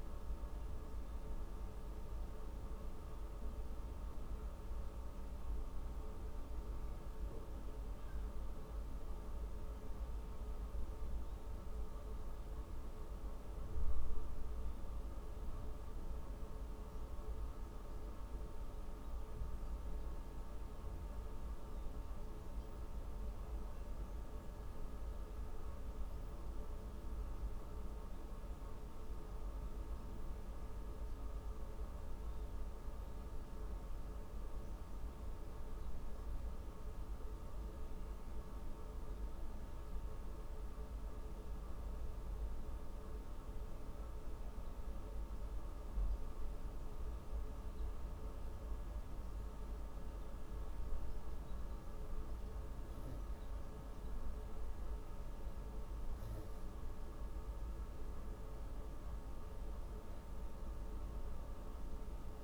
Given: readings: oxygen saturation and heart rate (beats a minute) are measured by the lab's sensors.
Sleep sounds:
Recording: breathing in sleep, hard to hear, by a room microphone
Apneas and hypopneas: 1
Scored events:
26.50-62.44 s: new sleep stage, N2 (light sleep)
41.00-56.50 s: hypopnea (oxygen 98% before, 96% lowest, heart rate 145 before, 106 extreme, up 49 after)
57.00-62.00 s: arousal
From the record:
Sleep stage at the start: N1 (lightest sleep)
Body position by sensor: on the back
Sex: female

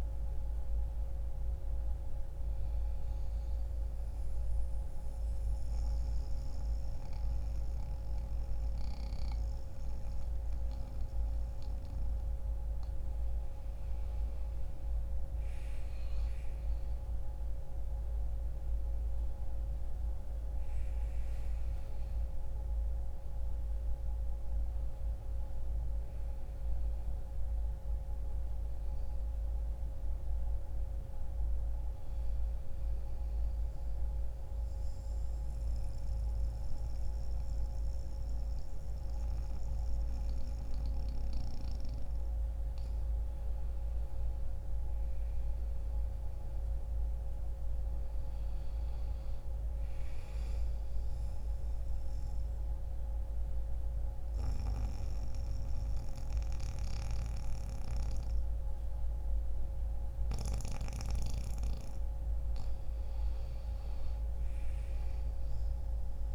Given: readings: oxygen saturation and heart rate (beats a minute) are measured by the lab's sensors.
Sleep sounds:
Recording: breathing in sleep, hard to hear, by a room microphone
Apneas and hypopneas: 3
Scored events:
2.50-12.50 s: central apnea (oxygen 95% before, 87% lowest, heart rate 67 before, 63 extreme, up 3 after)
15.00-37.00 s: oxygen desaturation (device-marked, oxygen 95% before, 87% lowest, heart rate 65 before, 62 extreme)
18.50-23.00 s: arousal
31.50-41.50 s: central apnea (oxygen 95% before, 87% lowest, heart rate 65 before, 62 extreme, up 3 after)
44.00-47.00 s: arousal
48.00-66.35 s: new sleep stage, N2 (light sleep)
51.00-61.00 s: mixed apnea (oxygen 95% before, 87% lowest, heart rate 65 before, 59 extreme, up 0 after)
51.00-65.00 s: oxygen desaturation (device-marked, oxygen 95% before, 90% lowest, heart rate 65 before, 59 extreme)
From the record:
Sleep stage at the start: N1 (lightest sleep)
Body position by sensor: on the back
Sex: male

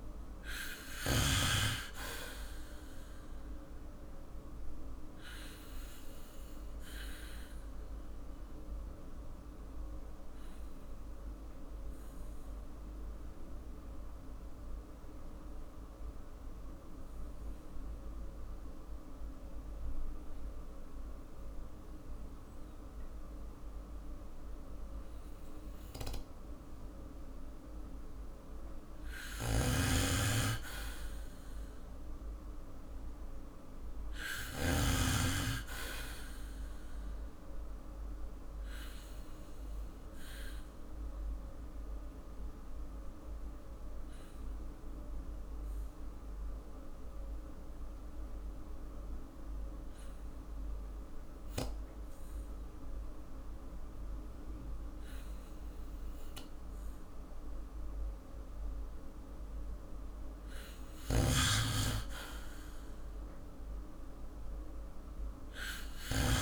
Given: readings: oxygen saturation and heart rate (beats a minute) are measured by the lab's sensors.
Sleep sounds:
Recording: breathing in sleep by a room microphone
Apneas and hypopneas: 2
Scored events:
0.00-1.00 s: snoring (device-marked)
0.00-2.00 s: arousal
4.50-28.00 s: obstructive apnea (oxygen 99% before, 93% lowest, heart rate 53 before, 46 extreme, up 16 after)
25.50-36.50 s: oxygen desaturation (device-marked, oxygen 99% before, 95% lowest, heart rate 50 before, 49 extreme)
29.00-34.50 s: snoring (device-marked)
30.00-33.50 s: arousal
38.00-59.00 s: obstructive apnea (oxygen 99% before, 93% lowest, heart rate 54 before, 48 extreme, up 4 after)
60.50-66.00 s: snoring (device-marked)
61.50-65.50 s: arousal
61.50-66.42 s: oxygen desaturation (device-marked, oxygen 98% before, 93% lowest, heart rate 51 before, 48 extreme)
From the record:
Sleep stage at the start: N2 (light sleep)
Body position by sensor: on the back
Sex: male

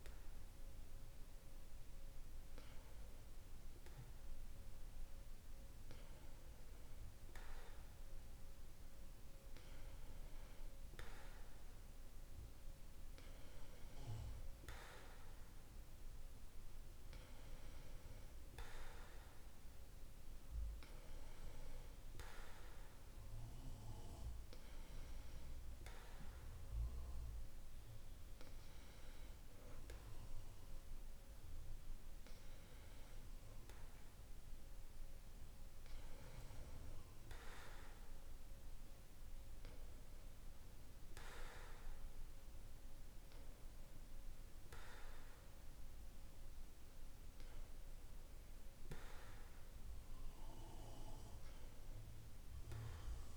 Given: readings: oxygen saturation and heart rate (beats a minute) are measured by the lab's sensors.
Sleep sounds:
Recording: breathing in sleep by a room microphone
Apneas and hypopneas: none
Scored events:
none scored
From the record:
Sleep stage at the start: N2 (light sleep)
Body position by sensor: on the back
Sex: male

